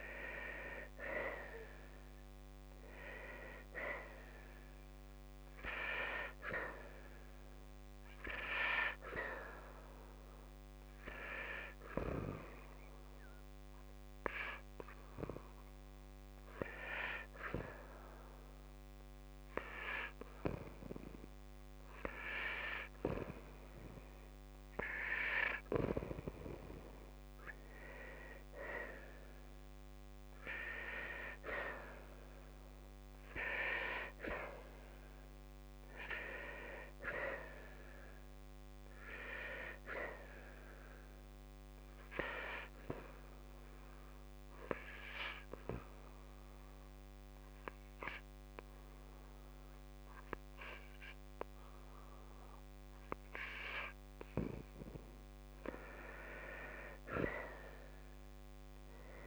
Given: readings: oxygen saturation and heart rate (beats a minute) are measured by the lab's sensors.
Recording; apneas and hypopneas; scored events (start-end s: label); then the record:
breathing in sleep by a microphone on the trachea; 1
29.00-42.00 s: hypopnea (oxygen 94% before, 92% lowest, heart rate 63 before, 63 extreme, up 1 after)
43.50-47.50 s: arousal
From the record:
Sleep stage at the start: N2 (light sleep); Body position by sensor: on the right side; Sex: female